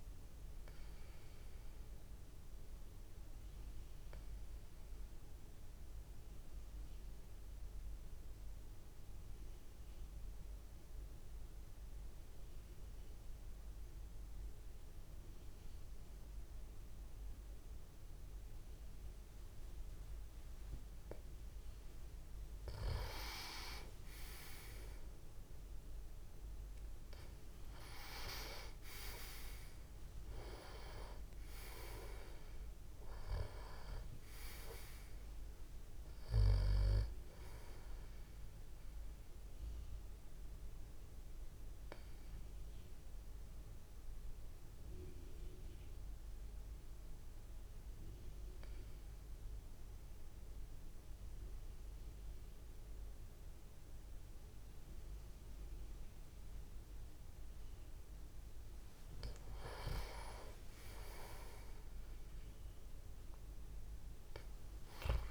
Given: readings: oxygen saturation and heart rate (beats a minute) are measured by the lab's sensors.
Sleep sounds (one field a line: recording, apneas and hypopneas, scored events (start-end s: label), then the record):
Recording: breathing in sleep by a room microphone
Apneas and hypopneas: 2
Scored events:
0.00-12.00 s: oxygen desaturation (device-marked, oxygen 91% lowest)
0.50-22.00 s: obstructive apnea (oxygen 97% before, 90% lowest)
23.50-27.00 s: arousal
24.00-48.00 s: oxygen desaturation (device-marked, oxygen 97% before, 90% lowest)
40.00-58.00 s: obstructive apnea (oxygen 97% before, 90% lowest)
61.00-65.00 s: arousal
61.00-65.31 s: oxygen desaturation (device-marked, oxygen 98% before, 92% lowest)
From the record:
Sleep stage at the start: N2 (light sleep)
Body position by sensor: on the back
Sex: male